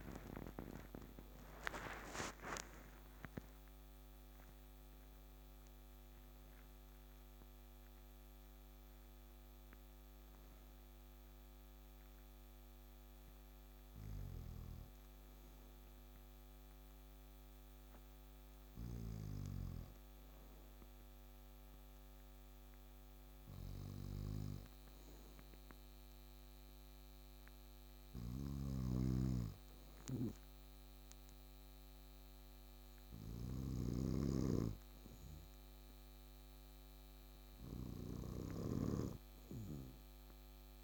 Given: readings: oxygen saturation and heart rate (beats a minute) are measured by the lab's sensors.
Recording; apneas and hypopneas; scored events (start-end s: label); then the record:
breathing in sleep by a microphone on the trachea; none
0.00-8.50 s: oxygen desaturation (device-marked, oxygen 89% lowest, heart rate 62 extreme)
28.00-33.50 s: snoring (device-marked)
From the record:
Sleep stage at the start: N2 (light sleep); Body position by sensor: on the back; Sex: male